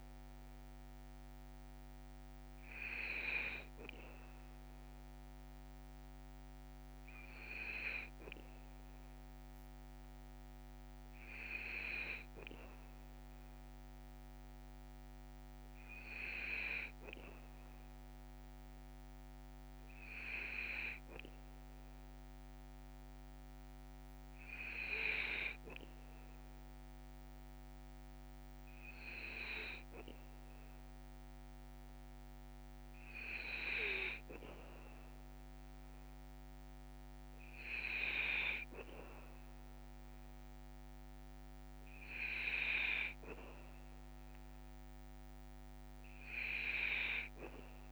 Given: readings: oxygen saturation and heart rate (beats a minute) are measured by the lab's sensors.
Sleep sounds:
breathing in sleep by a microphone on the trachea; none
none scored
From the record:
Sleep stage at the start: N2 (light sleep); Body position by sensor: on the back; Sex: male

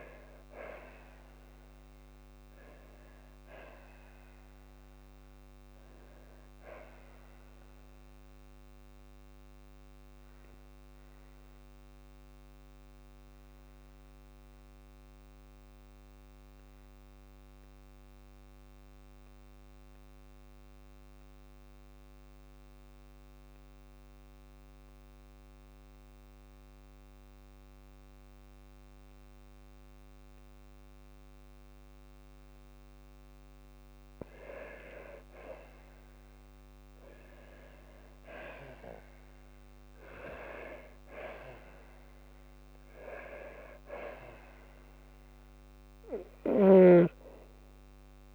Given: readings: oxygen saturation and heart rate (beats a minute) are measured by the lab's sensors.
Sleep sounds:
breathing in sleep by a microphone on the trachea; 1
8.50-33.00 s: obstructive apnea (oxygen 98% before, 92% lowest, heart rate 58 before, 52 extreme, up 7 after)
18.00-33.00 s: oxygen desaturation (device-marked, oxygen 98% before, 93% lowest, heart rate 56 before, 52 extreme)
35.50-39.00 s: arousal
From the record:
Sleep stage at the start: N2 (light sleep); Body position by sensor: on the back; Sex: female

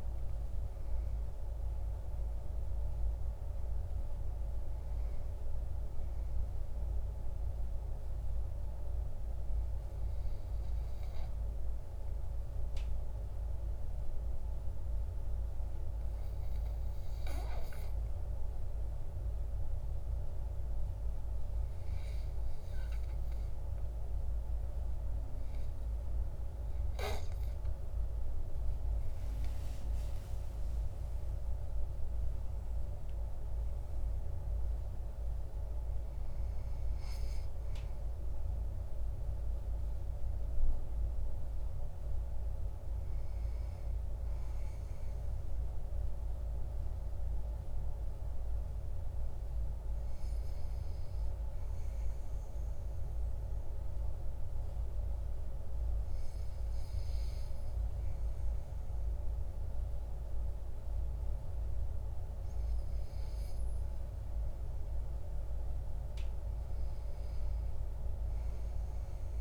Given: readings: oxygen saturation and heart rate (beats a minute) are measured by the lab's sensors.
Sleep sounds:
breathing in sleep, hard to hear, by a room microphone; 2
7.00-18.00 s: obstructive apnea (oxygen 98% before, 94% lowest, heart rate 59 before, 46 extreme, up 12 after)
25.00-29.50 s: arousal
47.00-64.00 s: obstructive apnea (oxygen 97% before, 94% lowest, heart rate 56 before, 48 extreme, up 5 after)
66.00-69.41 s: arousal
From the record:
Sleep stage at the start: N2 (light sleep); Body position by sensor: on the back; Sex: male

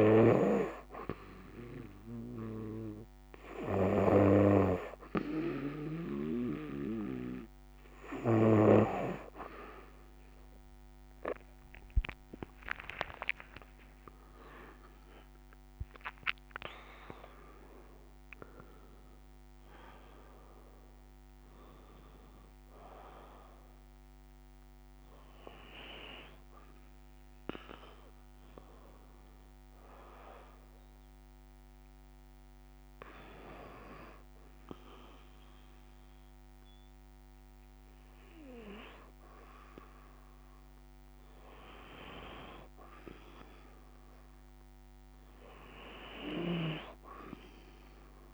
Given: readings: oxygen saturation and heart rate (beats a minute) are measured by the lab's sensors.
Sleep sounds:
breathing in sleep by a microphone on the trachea; 1
11.50-15.50 s: arousal
25.50-40.50 s: hypopnea (oxygen 89% before, 87% lowest, heart rate 71 before, 63 extreme, up 2 after)
43.50-47.50 s: arousal
45.50-48.34 s: snoring (device-marked)
From the record:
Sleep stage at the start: N2 (light sleep); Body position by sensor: on the right side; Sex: female

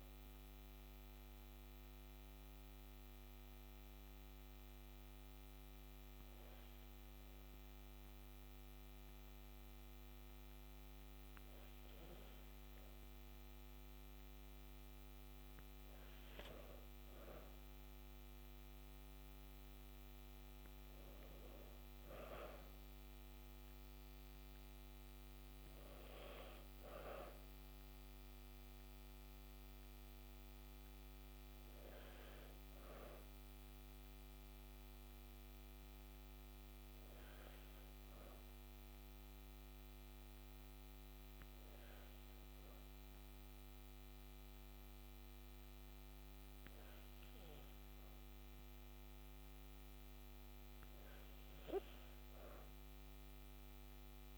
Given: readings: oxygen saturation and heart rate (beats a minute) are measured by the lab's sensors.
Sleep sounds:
breathing in sleep, hard to hear, by a microphone on the trachea; 2
0.00-10.50 s: oxygen desaturation (device-marked, oxygen 87% lowest, heart rate 57 extreme)
1.00-13.00 s: hypopnea (oxygen 92% before, 87% lowest, heart rate 62 before, 57 extreme, up 2 after)
15.00-19.00 s: arousal
33.50-49.00 s: hypopnea (oxygen 96% before, 89% lowest, heart rate 59 before, 57 extreme, up 2 after)
52.00-54.38 s: arousal
From the record:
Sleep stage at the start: N2 (light sleep); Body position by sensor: on the back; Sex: female

